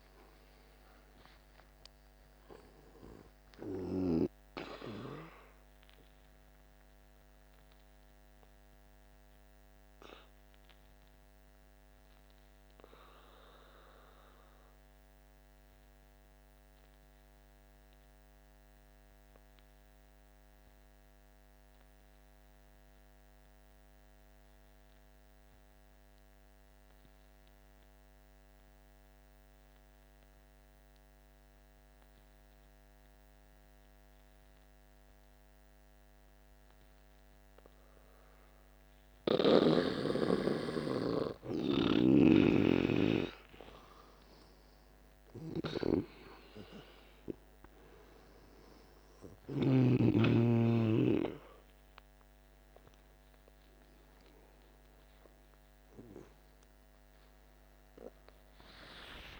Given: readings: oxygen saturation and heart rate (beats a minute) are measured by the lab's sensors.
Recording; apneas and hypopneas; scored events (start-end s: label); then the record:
breathing in sleep by a microphone on the trachea; 1
0.00-23.00 s: oxygen desaturation (device-marked, oxygen 86% lowest, heart rate 48 extreme)
7.50-39.00 s: obstructive apnea (oxygen 99% before, 84% lowest, heart rate 59 before, 48 extreme, up 9 after)
34.00-59.40 s: oxygen desaturation (device-marked, oxygen 99% before, 84% lowest, heart rate 49 before, 50 extreme)
40.50-43.50 s: arousal
From the record:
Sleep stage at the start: N2 (light sleep); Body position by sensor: on the back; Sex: male